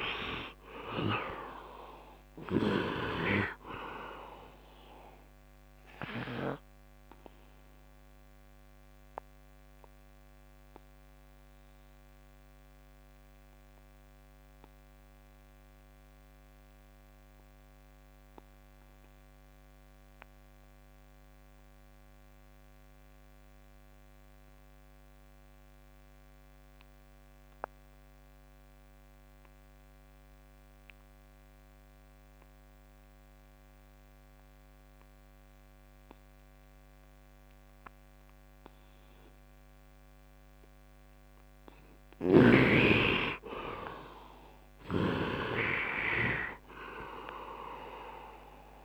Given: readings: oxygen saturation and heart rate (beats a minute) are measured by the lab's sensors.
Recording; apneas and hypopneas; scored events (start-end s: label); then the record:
breathing in sleep by a microphone on the trachea; 1
0.00-3.00 s: snoring (device-marked)
0.00-3.50 s: arousal
0.00-22.00 s: oxygen desaturation (device-marked, oxygen 77% lowest, heart rate 59 extreme)
7.50-41.50 s: obstructive apnea (oxygen 99% before, 72% lowest, heart rate 78 before, 60 extreme, up 10 after)
31.00-48.85 s: oxygen desaturation (device-marked, oxygen 99% before, 72% lowest, heart rate 67 before, 68 extreme)
43.50-47.00 s: arousal
From the record:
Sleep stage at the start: N2 (light sleep); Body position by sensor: on the right side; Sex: male